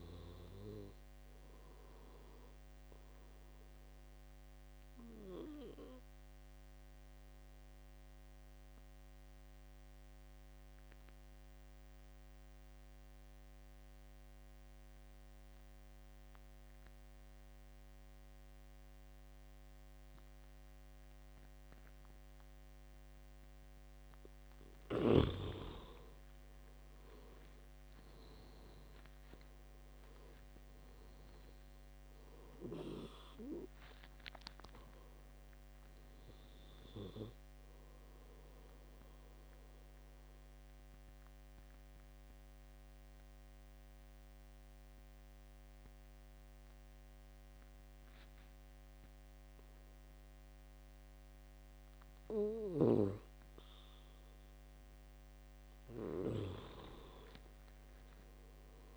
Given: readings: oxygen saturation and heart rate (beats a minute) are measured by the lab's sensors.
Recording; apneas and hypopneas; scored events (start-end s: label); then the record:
breathing in sleep by a microphone on the trachea; 2
0.00-16.00 s: oxygen desaturation (device-marked, oxygen 88% lowest, heart rate 70 extreme)
4.50-23.00 s: obstructive apnea (oxygen 96% before, 86% lowest, heart rate 74 before, 70 extreme, up 10 after)
26.00-30.50 s: arousal
28.00-54.00 s: oxygen desaturation (device-marked, oxygen 97% before, 86% lowest, heart rate 72 before, 69 extreme)
39.50-52.50 s: obstructive apnea (oxygen 97% before, 86% lowest, heart rate 76 before, 69 extreme, up 8 after)
57.50-58.97 s: arousal
From the record:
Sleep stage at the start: N2 (light sleep); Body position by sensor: on the back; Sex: male